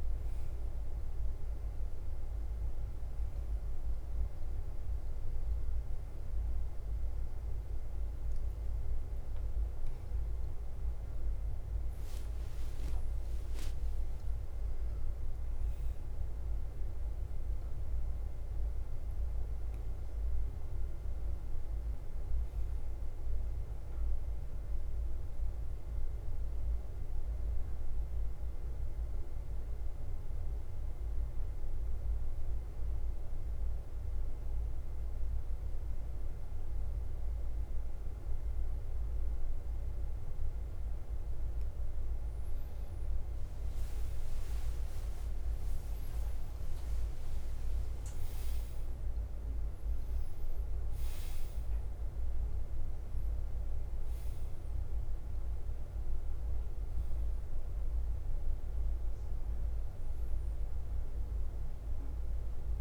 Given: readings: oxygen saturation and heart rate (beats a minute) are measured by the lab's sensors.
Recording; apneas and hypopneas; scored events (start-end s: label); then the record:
a person partly awake in a sleep study, hard to hear, by a room microphone; 1
4.50-62.81 s: bradycardia (device-marked, heart rate 52 before, 40 extreme)
6.50-37.50 s: oxygen desaturation (device-marked, oxygen 97% before, 92% lowest, heart rate 63 before, 47 extreme)
19.50-62.81 s: new sleep stage, N1 (lightest sleep)
29.50-42.00 s: mixed apnea (oxygen 97% before, 92% lowest, heart rate 57 before, 47 extreme, up 11 after)
44.50-48.50 s: arousal
52.50-62.81 s: oxygen desaturation (device-marked, oxygen 98% before, 94% lowest, heart rate 51 before, 40 extreme)
From the record:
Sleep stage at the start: awake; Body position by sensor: on the right side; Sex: male